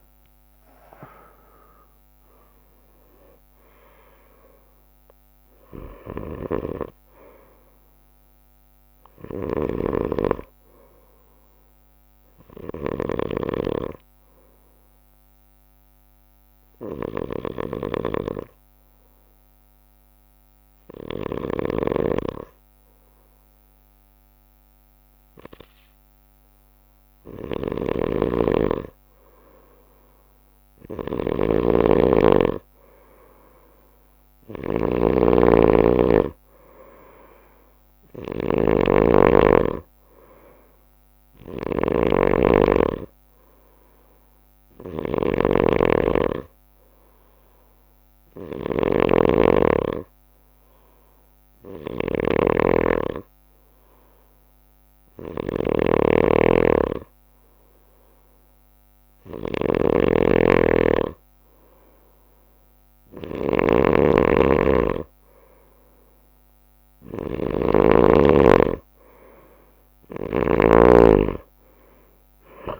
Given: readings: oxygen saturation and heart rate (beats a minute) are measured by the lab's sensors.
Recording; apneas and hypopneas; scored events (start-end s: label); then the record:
breathing in sleep by a microphone on the trachea; 1
0.00-2.50 s: arousal
0.00-11.00 s: drop in pulse transit time (device-marked, heart rate 57 before, 53 extreme)
4.00-14.00 s: bradycardia (device-marked, heart rate 58 before, 53 extreme)
6.00-21.50 s: snoring (device-marked)
14.50-26.00 s: hypopnea (oxygen 95% before, 94% lowest, heart rate 60 before, 53 extreme, up 0 after)
18.00-20.00 s: long interval between heartbeats (device-marked, heart rate 60 before, 66 extreme)
22.00-35.00 s: bradycardia (device-marked, heart rate 58 before, 57 extreme)
27.50-70.50 s: snoring (device-marked)
29.50-34.00 s: arousal
33.00-43.00 s: drop in pulse transit time (device-marked, heart rate 61 before, 57 extreme)
41.00-70.00 s: bradycardia (device-marked, heart rate 58 before, 53 extreme)
56.00-63.00 s: drop in pulse transit time (device-marked, heart rate 58 before, 56 extreme)
From the record:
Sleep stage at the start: N2 (light sleep); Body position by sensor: on the right side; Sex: male